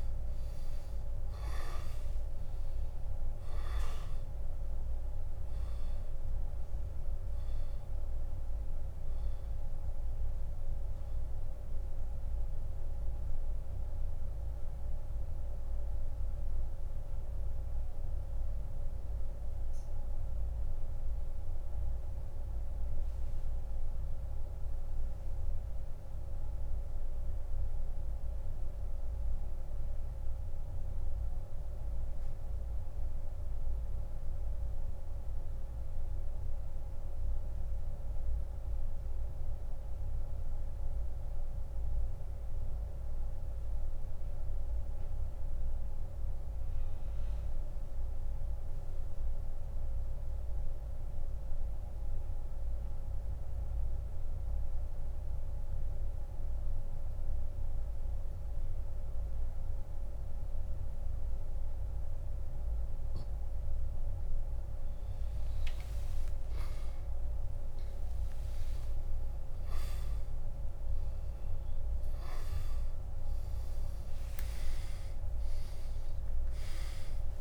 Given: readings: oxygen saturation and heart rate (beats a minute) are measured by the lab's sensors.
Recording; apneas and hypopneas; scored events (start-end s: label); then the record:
breathing in sleep, hard to hear, by a room microphone; 1
15.00-63.00 s: mixed apnea (oxygen 97% before, 83% lowest, heart rate 36 before, 35 extreme, up 46 after)
43.00-58.00 s: oxygen desaturation (device-marked, oxygen 93% before, 84% lowest, heart rate 66 before, 35 extreme)
65.00-77.41 s: new sleep stage, N1 (lightest sleep)
66.00-71.50 s: arousal
From the record:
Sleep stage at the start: N2 (light sleep); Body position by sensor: on the back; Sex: male